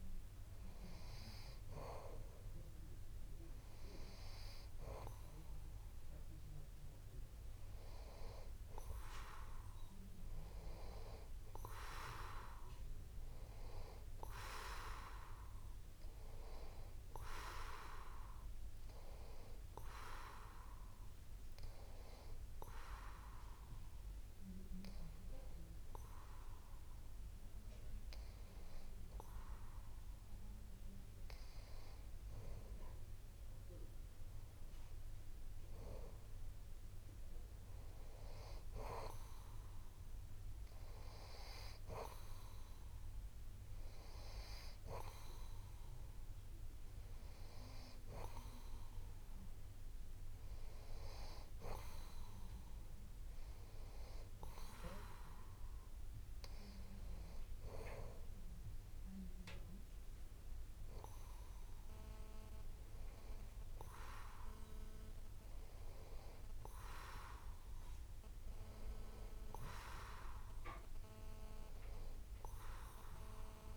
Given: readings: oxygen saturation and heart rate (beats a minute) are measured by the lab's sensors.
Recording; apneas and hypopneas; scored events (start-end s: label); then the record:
breathing in sleep by a room microphone; 1
12.00-15.50 s: arousal
22.50-34.00 s: hypopnea (oxygen 93% before, 91% lowest)
37.00-40.50 s: arousal
From the record:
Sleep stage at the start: N2 (light sleep); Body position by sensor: on the back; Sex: male